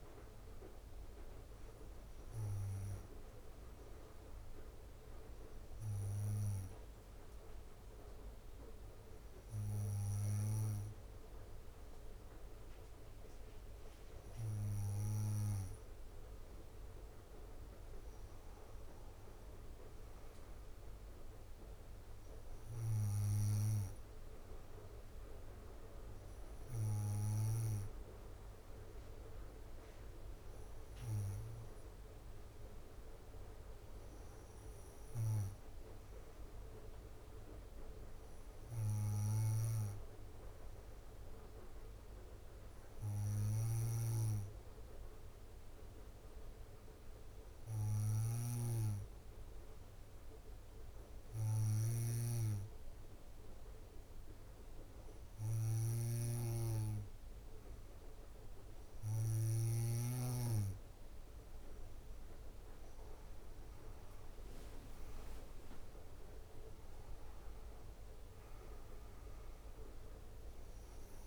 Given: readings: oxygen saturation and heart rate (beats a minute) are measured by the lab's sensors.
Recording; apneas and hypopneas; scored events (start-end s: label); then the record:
breathing in sleep by a room microphone; 1
34.00-37.50 s: arousal
44.00-60.00 s: hypopnea (oxygen 96% before, 93% lowest, heart rate 65 before, 63 extreme, up 6 after)
61.50-64.50 s: arousal
From the record:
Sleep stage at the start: N2 (light sleep); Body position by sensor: on the back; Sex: female